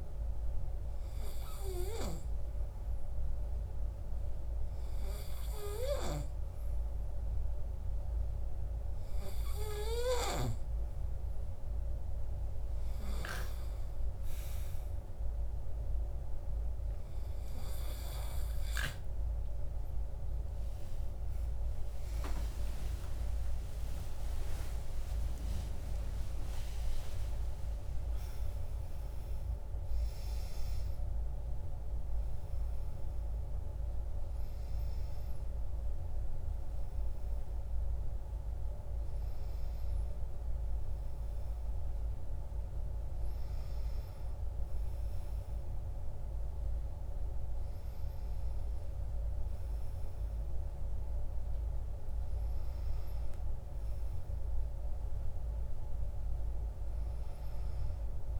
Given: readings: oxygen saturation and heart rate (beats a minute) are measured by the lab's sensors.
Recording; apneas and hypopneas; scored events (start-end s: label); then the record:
breathing in sleep by a room microphone; none
21.00-28.50 s: arousal
22.00-58.40 s: new sleep stage, N2 (light sleep)
From the record:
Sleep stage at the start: N3 (deep sleep); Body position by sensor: on the back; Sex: male